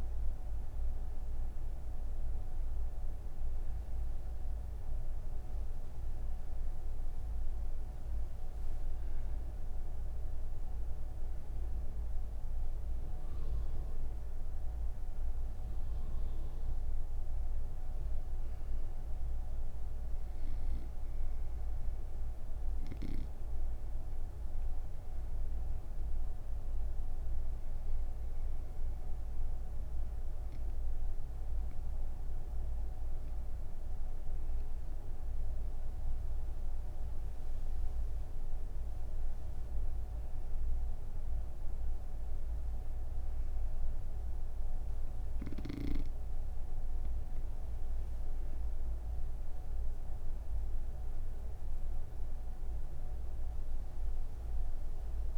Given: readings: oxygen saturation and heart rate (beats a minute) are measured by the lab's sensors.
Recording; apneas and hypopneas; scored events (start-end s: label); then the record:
breathing in sleep, hard to hear, by a room microphone; none
0.00-13.00 s: oxygen desaturation (device-marked, oxygen 94% lowest, heart rate 150 extreme)
From the record:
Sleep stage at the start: N3 (deep sleep); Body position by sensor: on the right side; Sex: female